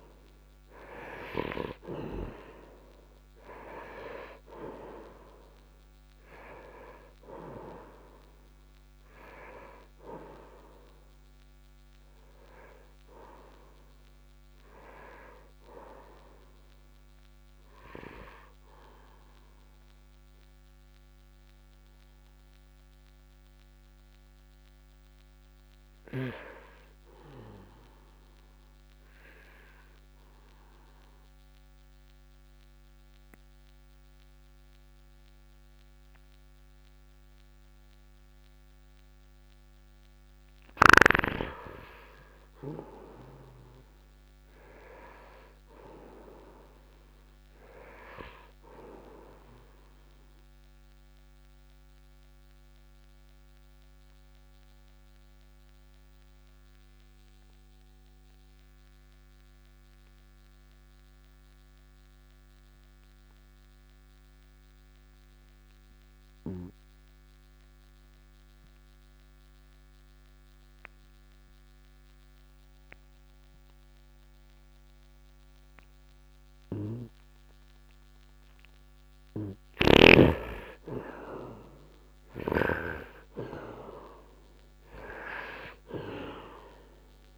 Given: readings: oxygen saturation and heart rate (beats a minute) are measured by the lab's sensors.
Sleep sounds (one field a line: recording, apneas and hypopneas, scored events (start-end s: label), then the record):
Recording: breathing in sleep by a microphone on the trachea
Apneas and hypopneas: 2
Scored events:
0.00-1.00 s: arousal
0.00-33.50 s: oxygen desaturation (device-marked, oxygen 83% lowest, heart rate 59 extreme)
29.00-41.00 s: obstructive apnea (oxygen 92% before, 79% lowest, heart rate 69 before, 67 extreme, up 1 after)
42.50-46.50 s: arousal
48.50-68.50 s: oxygen desaturation (device-marked, oxygen 98% before, 89% lowest, heart rate 69 before, 57 extreme)
51.00-78.50 s: obstructive apnea (oxygen 98% before, 77% lowest, heart rate 69 before, 57 extreme, up 3 after)
77.50-87.38 s: oxygen desaturation (device-marked, oxygen 97% before, 77% lowest, heart rate 65 before, 60 extreme)
80.50-86.50 s: arousal
From the record:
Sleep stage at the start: N2 (light sleep)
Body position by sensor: upright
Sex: male